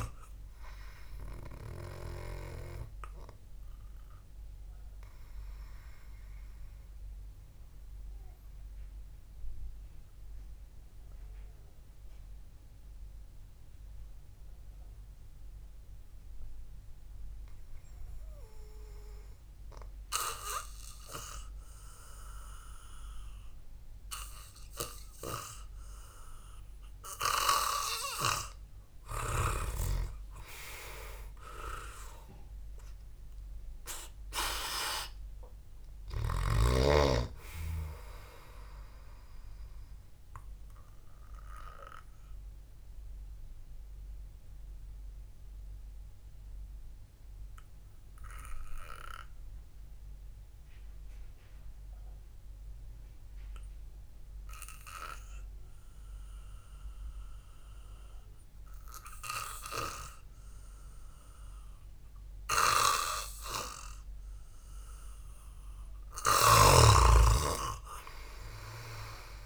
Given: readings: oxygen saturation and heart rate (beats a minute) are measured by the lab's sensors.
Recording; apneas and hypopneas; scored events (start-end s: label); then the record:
breathing in sleep by a room microphone; 2
7.00-19.50 s: obstructive apnea (oxygen 94% before, 92% lowest, heart rate 62 before, 54 extreme)
21.00-24.50 s: arousal
42.50-62.50 s: mixed apnea (oxygen 98% before, 92% lowest, heart rate 61 before, 53 extreme)
55.00-61.00 s: oxygen desaturation (device-marked, oxygen 95% before, 92% lowest, heart rate 66 before, 53 extreme)
67.00-69.46 s: snoring (device-marked)
67.50-69.46 s: arousal
From the record:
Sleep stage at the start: N2 (light sleep); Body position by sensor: on the back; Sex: male